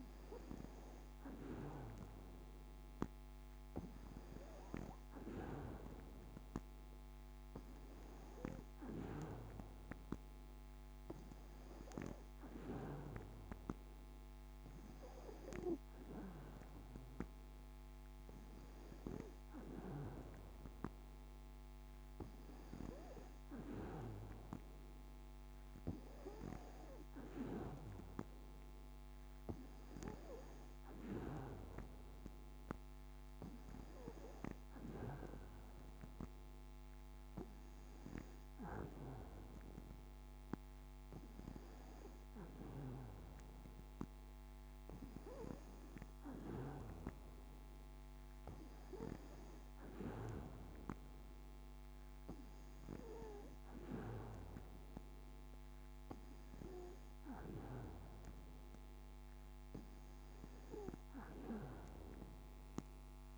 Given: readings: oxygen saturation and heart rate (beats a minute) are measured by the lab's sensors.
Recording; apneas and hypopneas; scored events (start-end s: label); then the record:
breathing in sleep by a microphone on the trachea; none
none scored
From the record:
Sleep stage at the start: N2 (light sleep); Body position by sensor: on the back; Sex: female